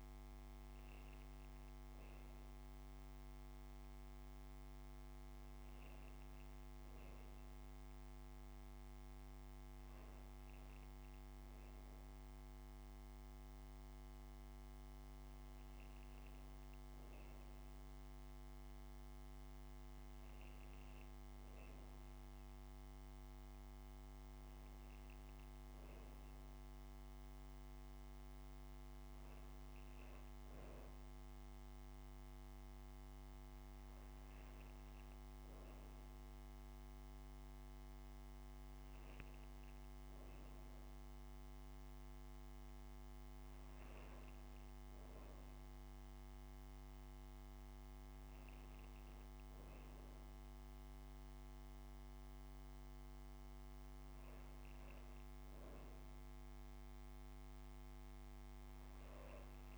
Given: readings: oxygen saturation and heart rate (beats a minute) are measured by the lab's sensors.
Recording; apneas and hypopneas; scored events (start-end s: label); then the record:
breathing in sleep, hard to hear, by a microphone on the trachea; none
none scored
From the record:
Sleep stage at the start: N2 (light sleep); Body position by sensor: on the right side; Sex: female